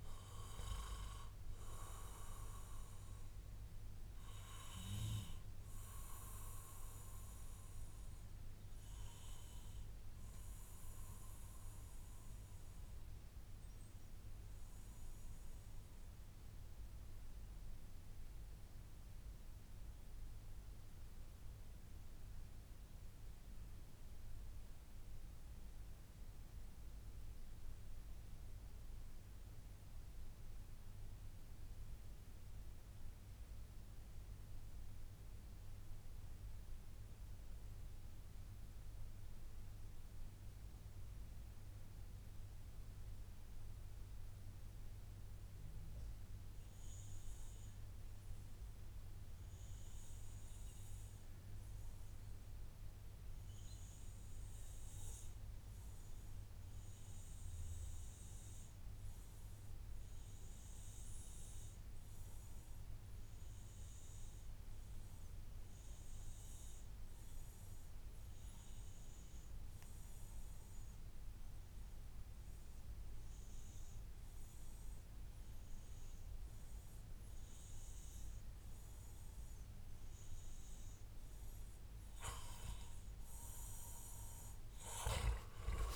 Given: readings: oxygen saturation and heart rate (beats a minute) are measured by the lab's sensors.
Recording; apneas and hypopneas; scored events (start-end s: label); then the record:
breathing in sleep, hard to hear, by a room microphone; 1
0.00-4.00 s: oxygen desaturation (device-marked, oxygen 87% lowest, heart rate 107 extreme)
5.00-79.00 s: mixed apnea (oxygen 96% before, 84% lowest, heart rate 135 before, 77 extreme, up 38 after)
39.50-41.50 s: long interval between heartbeats (device-marked, heart rate 122 before, 116 extreme)
48.00-85.96 s: oxygen desaturation (device-marked, oxygen 98% before, 88% lowest, heart rate 119 before, 77 extreme)
70.00-72.00 s: long interval between heartbeats (device-marked, heart rate 138 before, 131 extreme)
74.00-76.00 s: long interval between heartbeats (device-marked, heart rate 137 before, 86 extreme)
76.00-78.00 s: long interval between heartbeats (device-marked, heart rate 133 before, 77 extreme)
79.50-81.50 s: long interval between heartbeats (device-marked, heart rate 125 before, 98 extreme)
83.00-85.00 s: long interval between heartbeats (device-marked, heart rate 117 before, 114 extreme)
From the record:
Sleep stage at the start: REM sleep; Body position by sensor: on the back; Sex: male